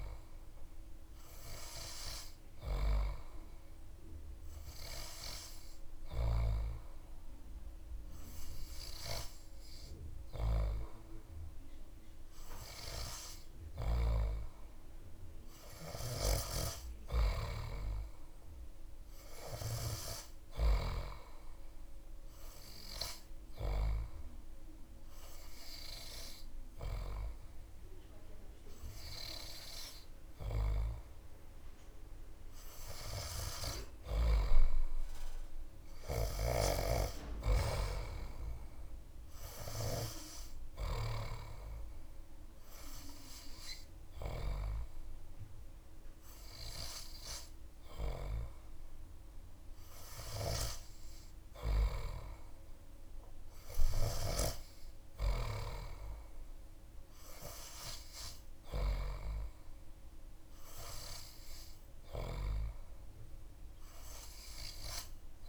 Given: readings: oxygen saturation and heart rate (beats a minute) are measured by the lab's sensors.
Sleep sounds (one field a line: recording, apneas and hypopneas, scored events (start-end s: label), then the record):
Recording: breathing in sleep by a room microphone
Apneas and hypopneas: none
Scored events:
none scored
From the record:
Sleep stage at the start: N3 (deep sleep)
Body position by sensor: on the back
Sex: male